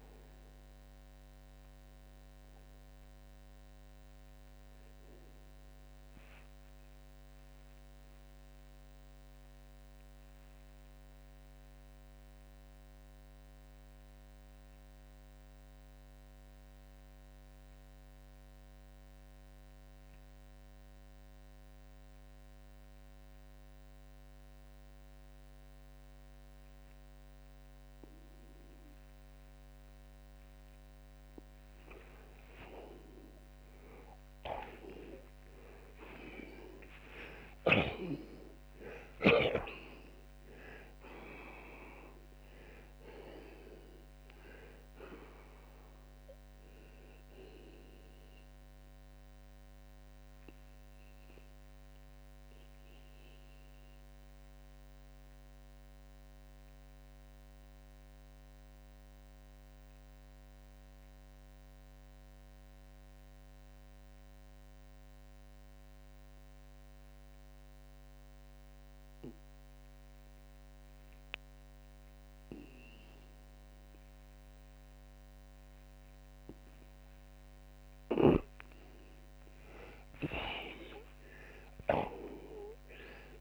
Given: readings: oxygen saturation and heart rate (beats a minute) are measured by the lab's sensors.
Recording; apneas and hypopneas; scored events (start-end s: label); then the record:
breathing in sleep by a microphone on the trachea; 2
4.50-30.00 s: obstructive apnea (oxygen 89% before, 79% lowest, heart rate 98 before, 63 extreme)
12.00-32.00 s: oxygen desaturation (device-marked, oxygen 89% before, 79% lowest, heart rate 83 before, 63 extreme)
33.00-38.00 s: arousal
47.00-75.50 s: obstructive apnea (oxygen 92% before, 78% lowest, heart rate 92 before, 62 extreme)
57.00-77.00 s: oxygen desaturation (device-marked, oxygen 89% before, 80% lowest, heart rate 91 before, 62 extreme)
77.50-83.41 s: snoring (device-marked)
80.00-83.41 s: arousal
From the record:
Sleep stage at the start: N2 (light sleep); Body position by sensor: on the left side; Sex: male